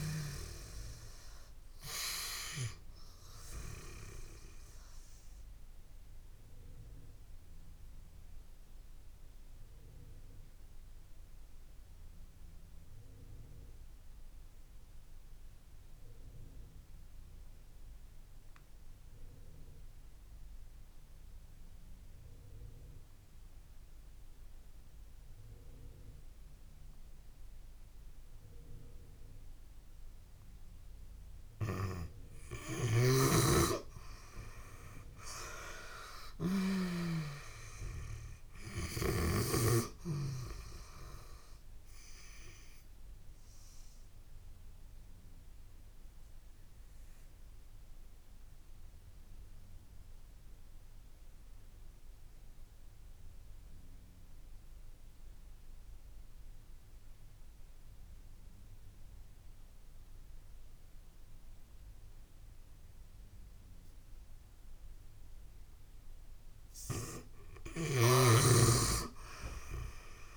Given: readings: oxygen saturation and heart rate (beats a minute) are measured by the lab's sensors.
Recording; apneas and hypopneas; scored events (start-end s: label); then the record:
breathing in sleep by a room microphone; 2
0.00-25.50 s: oxygen desaturation (device-marked, oxygen 78% lowest)
4.50-31.50 s: obstructive apnea (oxygen 97% before, 78% lowest)
32.50-36.50 s: snoring (device-marked)
33.50-37.00 s: arousal
39.50-64.50 s: oxygen desaturation (device-marked, oxygen 97% before, 85% lowest)
42.00-66.00 s: obstructive apnea (oxygen 97% before, 84% lowest)
67.00-70.37 s: snoring (device-marked)
69.00-70.37 s: arousal
From the record:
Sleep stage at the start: N2 (light sleep); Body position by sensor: on the back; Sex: female